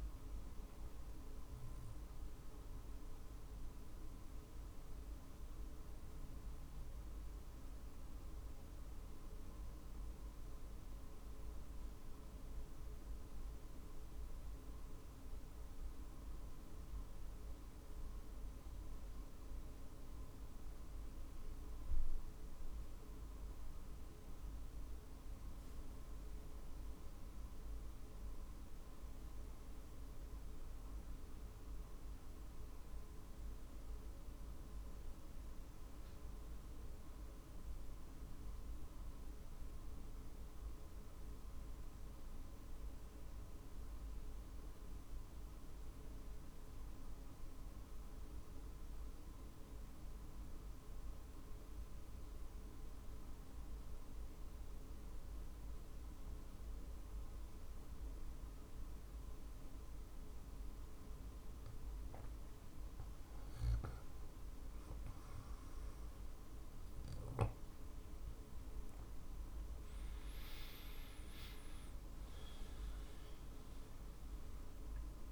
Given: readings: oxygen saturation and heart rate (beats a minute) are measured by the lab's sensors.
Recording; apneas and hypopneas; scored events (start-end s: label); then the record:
breathing in sleep, hard to hear, by a room microphone; 1
3.00-61.00 s: obstructive apnea (oxygen 97% before, 80% lowest, heart rate 48 before, 45 extreme, up 5 after)
5.00-19.00 s: oxygen desaturation (device-marked, oxygen 97% before, 94% lowest, heart rate 47 before, 45 extreme)
45.00-75.32 s: oxygen desaturation (device-marked, oxygen 96% before, 91% lowest, heart rate 47 before, 48 extreme)
66.50-71.00 s: arousal
74.00-75.32 s: drop in pulse transit time (device-marked, heart rate 51 before, 55 extreme)
From the record:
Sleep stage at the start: N2 (light sleep); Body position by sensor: on the back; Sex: male